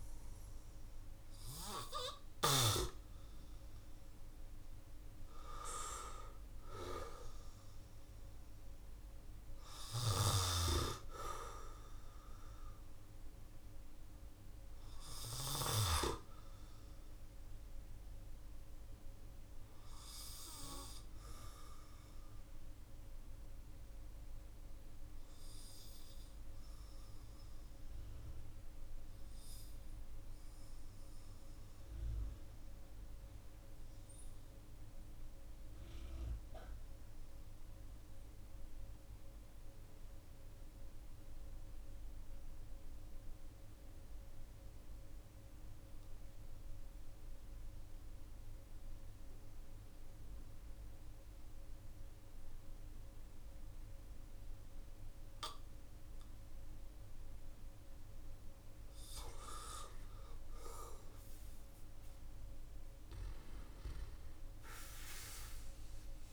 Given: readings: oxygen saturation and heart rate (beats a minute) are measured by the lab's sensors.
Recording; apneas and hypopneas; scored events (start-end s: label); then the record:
breathing in sleep by a room microphone; 1
0.00-38.50 s: oxygen desaturation (device-marked, oxygen 92% lowest, heart rate 43 extreme)
9.00-15.00 s: snoring (device-marked)
16.50-58.00 s: obstructive apnea (oxygen 99% before, 92% lowest, heart rate 51 before, 45 extreme, up 12 after)
55.50-66.32 s: oxygen desaturation (device-marked, oxygen 99% before, 94% lowest, heart rate 53 before, 45 extreme)
59.50-63.50 s: arousal
From the record:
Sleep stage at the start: REM sleep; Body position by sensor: on the back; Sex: male